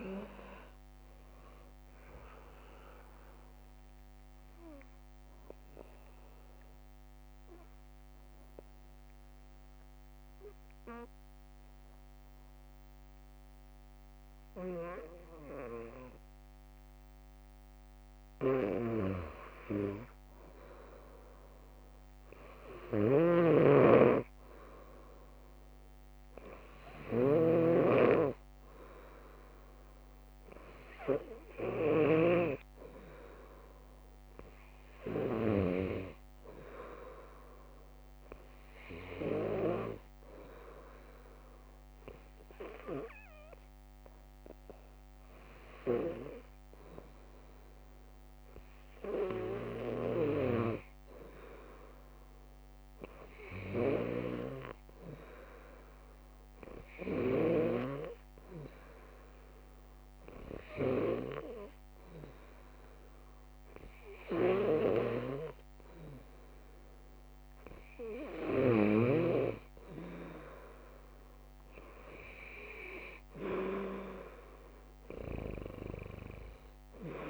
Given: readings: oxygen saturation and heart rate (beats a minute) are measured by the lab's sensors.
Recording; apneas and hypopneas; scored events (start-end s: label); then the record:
breathing in sleep by a microphone on the trachea; 2
0.00-11.00 s: drop in pulse transit time (device-marked, heart rate 60 extreme)
0.00-16.00 s: oxygen desaturation (device-marked, oxygen 99% before, 95% lowest, heart rate 64 before, 58 extreme)
6.00-18.50 s: obstructive apnea (oxygen 99% before, 95% lowest, heart rate 70 before, 58 extreme, up 2 after)
15.00-17.00 s: bradycardia (device-marked, heart rate 74 before, 64 extreme)
18.00-28.00 s: bradycardia (device-marked, heart rate 74 before, 58 extreme)
21.50-25.00 s: arousal
22.50-32.00 s: snoring (device-marked)
40.00-51.50 s: hypopnea (oxygen 100% before, 96% lowest, heart rate 60 before, 62 extreme, up 0 after)
45.00-56.00 s: drop in pulse transit time (device-marked, heart rate 62 before, 62 extreme)
54.00-58.00 s: arousal
From the record:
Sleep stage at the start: N2 (light sleep); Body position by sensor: on the left side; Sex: female